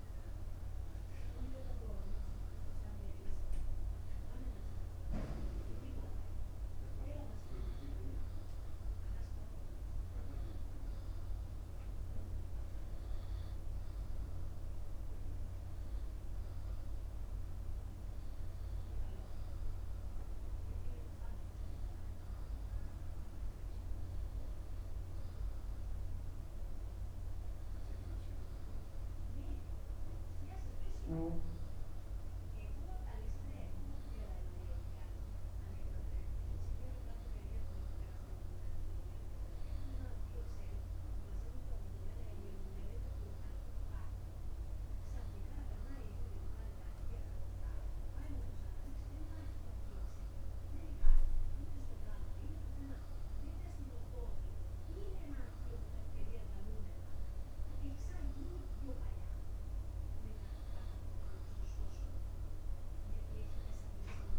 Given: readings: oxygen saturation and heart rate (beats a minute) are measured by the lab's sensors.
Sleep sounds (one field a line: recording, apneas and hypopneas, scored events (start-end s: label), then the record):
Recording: breathing in sleep by a room microphone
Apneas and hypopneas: none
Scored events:
none scored
From the record:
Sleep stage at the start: N2 (light sleep)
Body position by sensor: upright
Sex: male